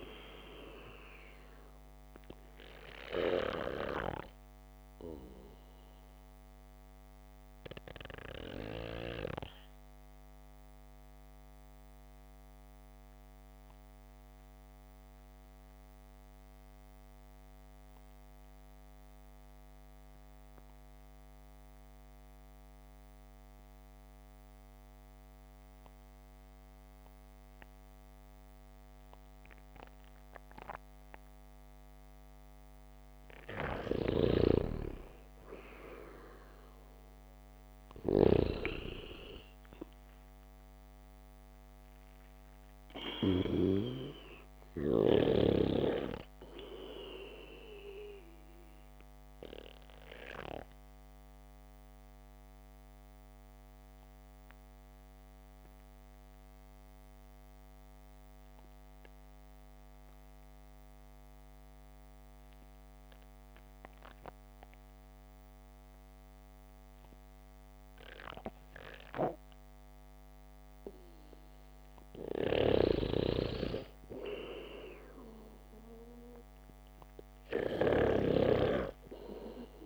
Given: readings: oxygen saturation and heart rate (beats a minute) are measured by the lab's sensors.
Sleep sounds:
breathing in sleep by a microphone on the trachea; 2
0.50-22.50 s: oxygen desaturation (device-marked, oxygen 98% before, 89% lowest, heart rate 68 before, 58 extreme)
5.50-31.50 s: obstructive apnea (oxygen 98% before, 88% lowest, heart rate 67 before, 58 extreme, up 1 after)
34.50-39.50 s: arousal
40.50-63.50 s: oxygen desaturation (device-marked, oxygen 96% before, 88% lowest, heart rate 66 before, 66 extreme)
50.00-72.00 s: obstructive apnea (oxygen 99% before, 88% lowest, heart rate 65 before, 65 extreme, up 1 after)
73.50-79.86 s: snoring (device-marked)
74.00-78.50 s: arousal
From the record:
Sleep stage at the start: REM sleep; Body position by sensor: on the back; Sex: male

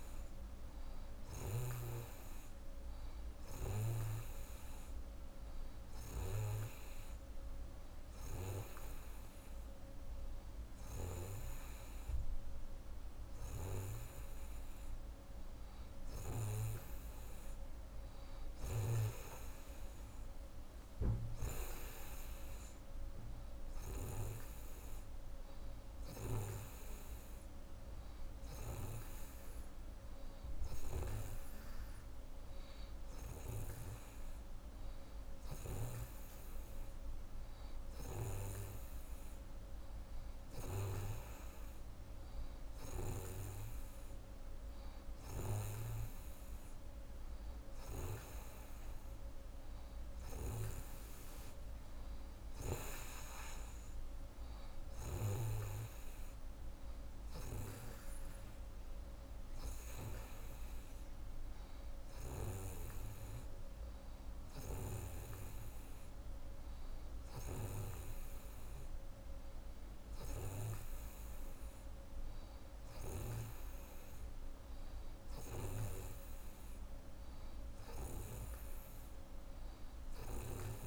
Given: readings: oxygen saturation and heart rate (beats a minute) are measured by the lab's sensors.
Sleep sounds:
breathing in sleep by a room microphone; none
none scored
From the record:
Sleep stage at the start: N2 (light sleep); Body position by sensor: on the right side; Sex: female

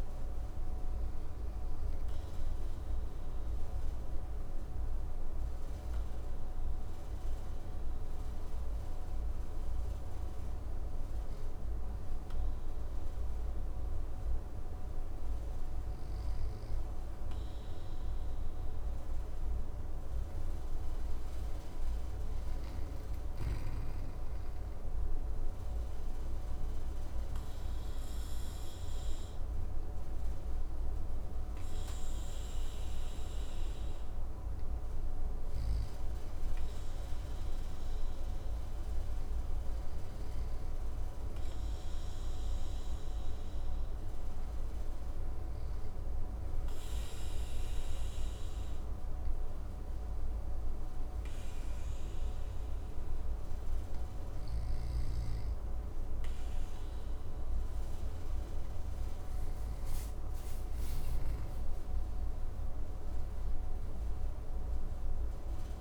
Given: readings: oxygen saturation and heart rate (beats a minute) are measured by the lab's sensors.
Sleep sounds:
breathing in sleep, hard to hear, by a room microphone; 3
0.00-8.00 s: oxygen desaturation (device-marked, oxygen 95% lowest, heart rate 55 extreme)
5.00-17.00 s: obstructive apnea (oxygen 98% before, 96% lowest, heart rate 63 before, 55 extreme, up 5 after)
19.50-23.50 s: arousal
28.00-38.00 s: obstructive apnea (oxygen 98% before, 95% lowest, heart rate 57 before, 56 extreme, up 2 after)
39.50-42.00 s: arousal
46.00-56.50 s: obstructive apnea (oxygen 98% before, 94% lowest, heart rate 58 before, 56 extreme, up 9 after)
59.00-63.50 s: arousal
From the record:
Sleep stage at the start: N2 (light sleep); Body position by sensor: on the back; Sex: male

